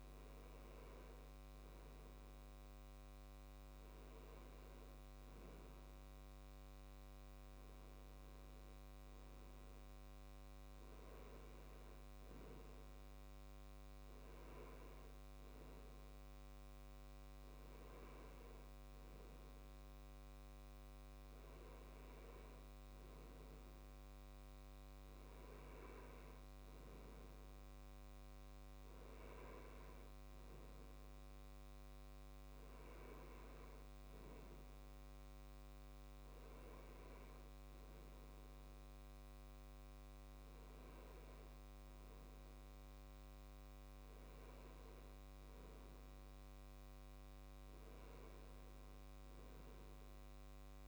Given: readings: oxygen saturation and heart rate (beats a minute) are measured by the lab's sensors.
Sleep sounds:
breathing in sleep, hard to hear, by a microphone on the trachea; none
none scored
From the record:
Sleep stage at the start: N2 (light sleep); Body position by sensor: on the left side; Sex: male

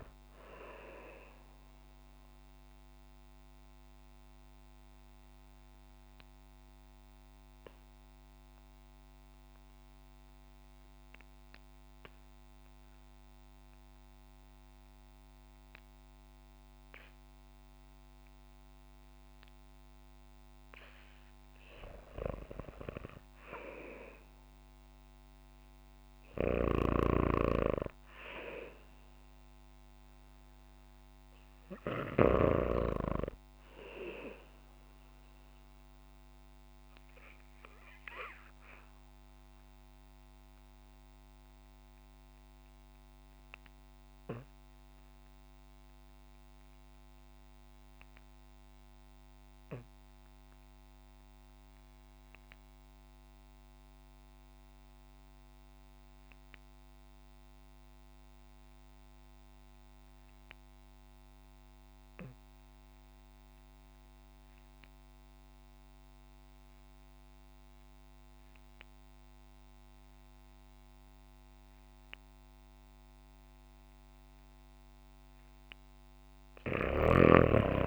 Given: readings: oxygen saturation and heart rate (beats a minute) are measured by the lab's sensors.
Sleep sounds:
breathing in sleep by a microphone on the trachea; 2
0.00-17.00 s: oxygen desaturation (device-marked, oxygen 74% lowest, heart rate 48 extreme)
1.50-20.50 s: obstructive apnea (oxygen 97% before, 74% lowest, heart rate 60 before, 56 extreme, up 5 after)
22.50-25.50 s: arousal
26.00-45.00 s: oxygen desaturation (device-marked, oxygen 98% before, 91% lowest, heart rate 58 before, 51 extreme)
26.50-32.00 s: snoring (device-marked)
36.50-73.50 s: obstructive apnea (oxygen 98% before, 72% lowest, heart rate 58 before, 45 extreme, up 24 after)
56.00-77.87 s: oxygen desaturation (device-marked, oxygen 97% before, 75% lowest, heart rate 57 before, 45 extreme)
From the record:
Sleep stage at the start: REM sleep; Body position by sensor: on the back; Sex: female

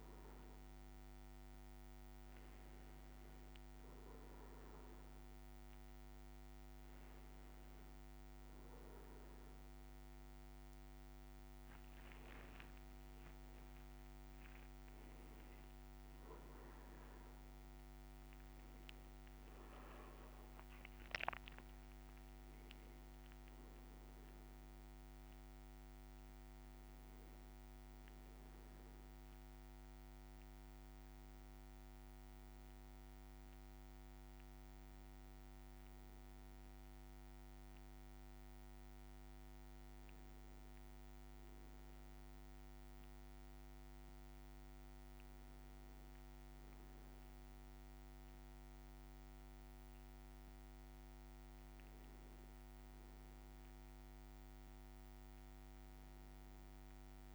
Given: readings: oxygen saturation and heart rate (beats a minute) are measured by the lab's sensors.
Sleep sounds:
breathing in sleep, hard to hear, by a microphone on the trachea; none
8.50-57.35 s: new sleep stage, N1 (lightest sleep)
12.50-18.50 s: arousal
From the record:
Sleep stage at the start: N2 (light sleep); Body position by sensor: on the back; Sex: male

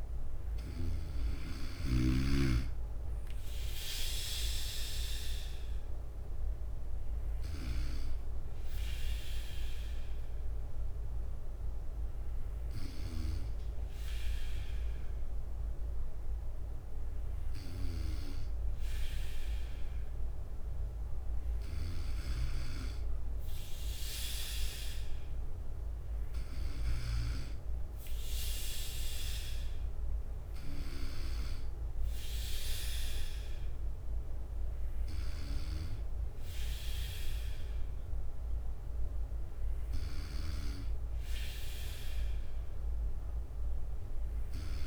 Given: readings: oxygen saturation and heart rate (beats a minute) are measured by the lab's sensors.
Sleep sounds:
breathing in sleep by a room microphone; none
5.00-19.00 s: drop in pulse transit time (device-marked, heart rate 62 before, 58 extreme)
8.00-15.00 s: bradycardia (device-marked, heart rate 60 before, 58 extreme)
34.00-41.00 s: bradycardia (device-marked, heart rate 60 before, 58 extreme)
From the record:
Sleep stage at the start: N3 (deep sleep); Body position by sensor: on the right side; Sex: male

